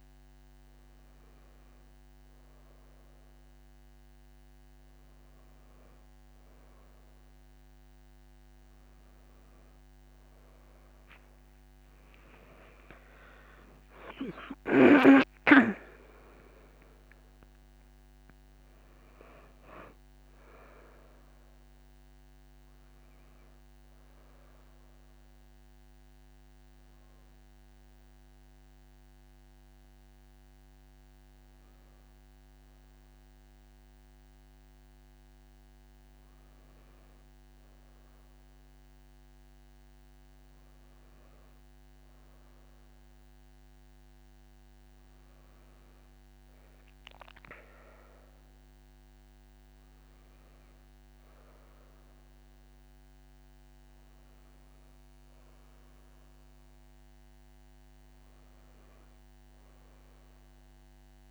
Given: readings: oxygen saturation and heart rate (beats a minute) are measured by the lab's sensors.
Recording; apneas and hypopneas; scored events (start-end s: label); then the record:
a person awake in a sleep study, by a microphone on the trachea; none
33.50-61.31 s: new sleep stage, N1 (lightest sleep)
From the record:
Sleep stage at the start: awake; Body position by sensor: on the back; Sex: female